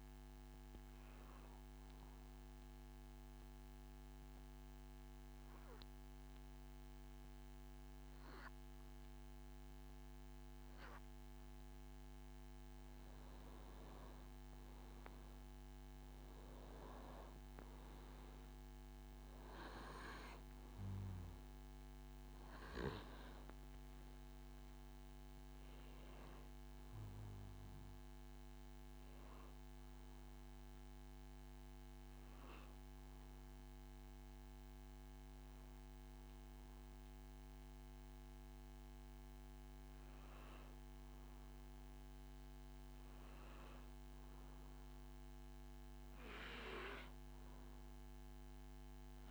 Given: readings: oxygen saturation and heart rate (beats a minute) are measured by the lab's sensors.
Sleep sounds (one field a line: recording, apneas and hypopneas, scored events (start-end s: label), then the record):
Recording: breathing in sleep, hard to hear, by a microphone on the trachea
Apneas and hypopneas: 2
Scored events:
1.00-13.00 s: mixed apnea (oxygen 94% before, 90% lowest, heart rate 88 before, 65 extreme, up 6 after)
15.00-19.50 s: arousal
22.00-32.00 s: oxygen desaturation (device-marked, oxygen 99% before, 93% lowest, heart rate 71 before, 69 extreme)
29.50-40.50 s: hypopnea (oxygen 100% before, 93% lowest, heart rate 70 before, 69 extreme, up 6 after)
43.00-46.50 s: arousal
From the record:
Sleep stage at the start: N2 (light sleep)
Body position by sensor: on the back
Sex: male